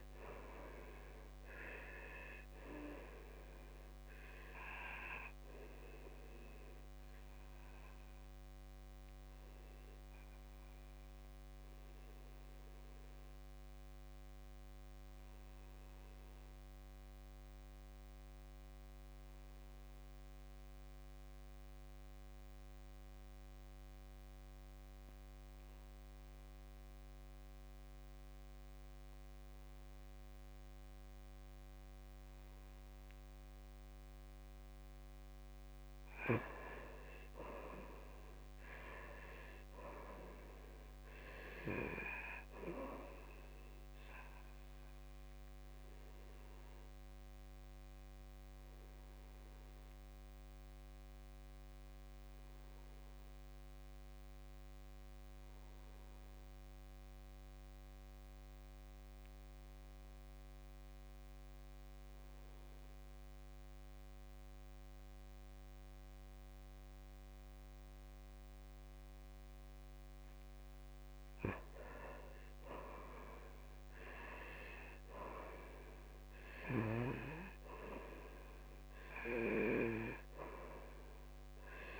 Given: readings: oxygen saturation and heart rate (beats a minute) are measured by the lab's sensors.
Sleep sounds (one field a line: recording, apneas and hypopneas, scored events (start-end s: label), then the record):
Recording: breathing in sleep by a microphone on the trachea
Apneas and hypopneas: 2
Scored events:
0.00-17.00 s: oxygen desaturation (device-marked, oxygen 78% lowest, heart rate 57 extreme)
5.00-35.00 s: obstructive apnea (oxygen 97% before, 78% lowest, heart rate 68 before, 57 extreme, up 11 after)
34.00-60.00 s: oxygen desaturation (device-marked, oxygen 98% before, 81% lowest, heart rate 58 before, 57 extreme)
36.50-40.00 s: arousal
45.50-69.00 s: obstructive apnea (oxygen 99% before, 81% lowest, heart rate 63 before, 54 extreme, up 12 after)
71.00-74.50 s: arousal
71.00-82.00 s: oxygen desaturation (device-marked, oxygen 98% before, 81% lowest, heart rate 60 before, 53 extreme)
From the record:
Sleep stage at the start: N2 (light sleep)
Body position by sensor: on the back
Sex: male